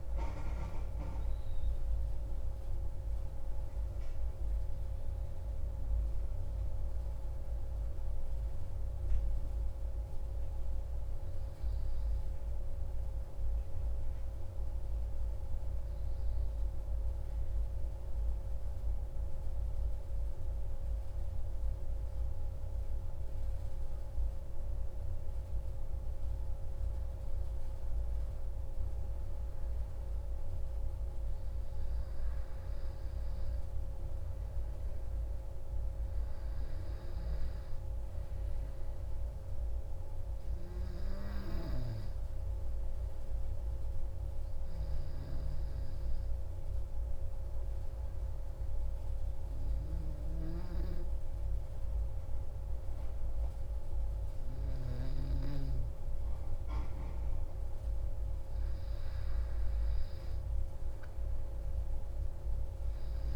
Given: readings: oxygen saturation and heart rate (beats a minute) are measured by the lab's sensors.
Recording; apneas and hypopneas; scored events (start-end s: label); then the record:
breathing in sleep, hard to hear, by a room microphone; 2
9.50-24.50 s: obstructive apnea (oxygen 95% before, 93% lowest, heart rate 65 before, 63 extreme, up 3 after)
27.00-31.50 s: arousal
45.00-57.00 s: obstructive apnea (oxygen 95% before, 93% lowest, heart rate 65 before, 62 extreme, up 1 after)
58.50-62.00 s: arousal
From the record:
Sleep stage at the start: N2 (light sleep); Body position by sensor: on the back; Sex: male